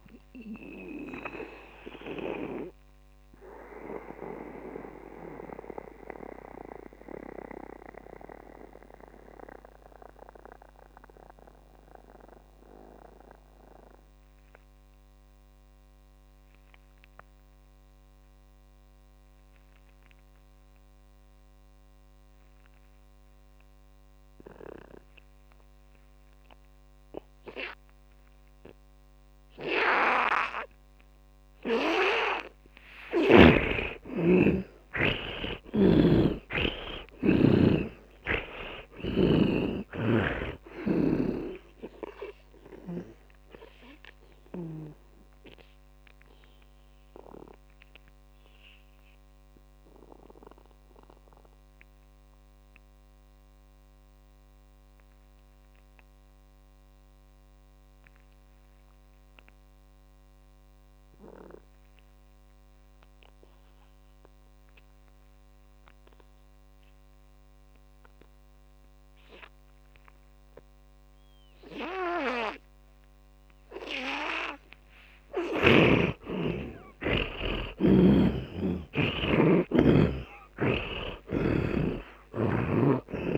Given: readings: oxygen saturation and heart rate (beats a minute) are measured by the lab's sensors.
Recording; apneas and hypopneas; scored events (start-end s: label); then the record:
breathing in sleep by a microphone on the trachea; 2
0.00-21.50 s: oxygen desaturation (device-marked, oxygen 78% lowest)
4.00-33.00 s: mixed apnea (oxygen 100% before, 78% lowest)
30.50-60.50 s: oxygen desaturation (device-marked, oxygen 100% before, 78% lowest)
34.00-39.00 s: arousal
41.00-45.50 s: snoring (device-marked)
44.00-74.00 s: mixed apnea (oxygen 100% before, 78% lowest)
69.50-83.38 s: oxygen desaturation (device-marked, oxygen 100% before, 79% lowest)
76.50-81.50 s: arousal
From the record:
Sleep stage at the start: N2 (light sleep); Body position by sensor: on the back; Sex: male